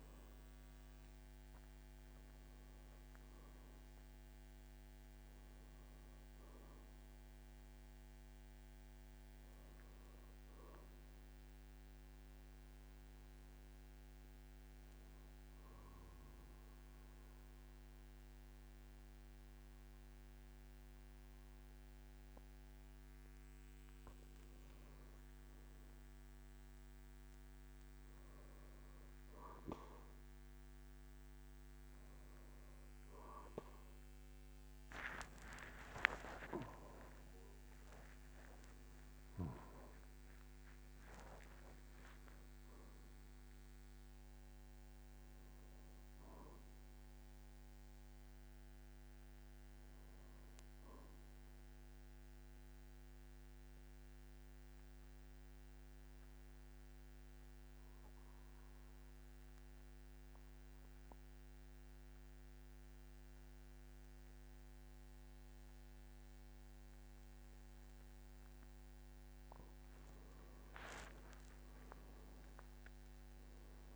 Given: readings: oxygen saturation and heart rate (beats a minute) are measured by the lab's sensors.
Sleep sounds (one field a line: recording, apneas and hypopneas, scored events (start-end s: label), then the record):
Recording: breathing in sleep by a microphone on the trachea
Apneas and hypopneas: 2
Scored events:
0.00-1.50 s: arousal
12.00-24.50 s: obstructive apnea (oxygen 99% before, 92% lowest, heart rate 58 before, 48 extreme, up 8 after)
35.00-37.00 s: long interval between heartbeats (device-marked, heart rate 52 before, 69 extreme)
35.00-39.50 s: arousal
41.50-43.50 s: long interval between heartbeats (device-marked, heart rate 59 before, 75 extreme)
53.50-69.00 s: central apnea (oxygen 98% before, 90% lowest, heart rate 70 before, 47 extreme, up 16 after)
72.00-73.96 s: arousal
From the record:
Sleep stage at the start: N2 (light sleep)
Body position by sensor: on the back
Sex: male